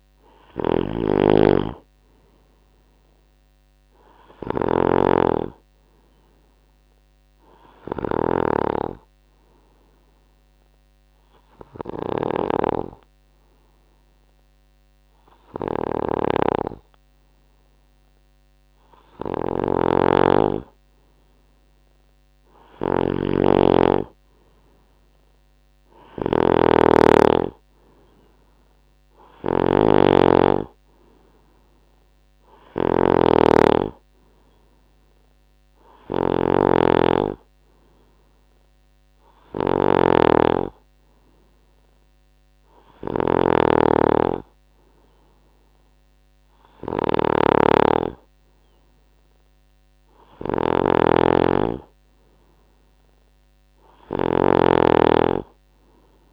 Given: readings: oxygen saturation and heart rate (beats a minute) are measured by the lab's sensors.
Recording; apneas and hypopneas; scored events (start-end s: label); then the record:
breathing in sleep by a microphone on the trachea; none
0.00-56.32 s: snoring (device-marked)
From the record:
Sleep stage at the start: N2 (light sleep); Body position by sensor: on the right side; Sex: male